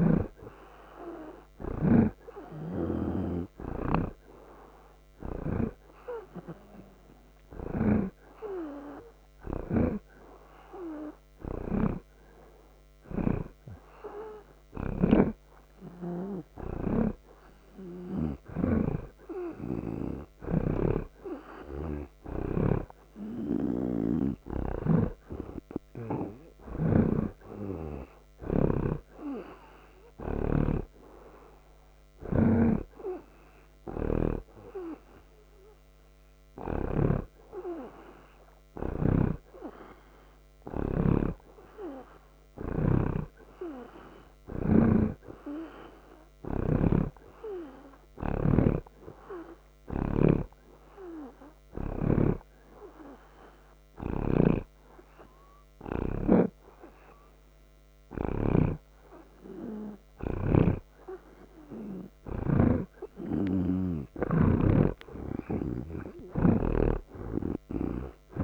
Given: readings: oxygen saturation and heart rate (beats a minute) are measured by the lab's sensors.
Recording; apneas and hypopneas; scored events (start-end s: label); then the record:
breathing in sleep by a microphone on the trachea; none
13.00-29.00 s: snoring (device-marked)
32.00-44.00 s: oxygen desaturation (device-marked, oxygen 89% before, 84% lowest)
40.50-58.50 s: snoring (device-marked)
60.50-64.00 s: snoring (device-marked)
From the record:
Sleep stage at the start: N2 (light sleep); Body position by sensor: on the right side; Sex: male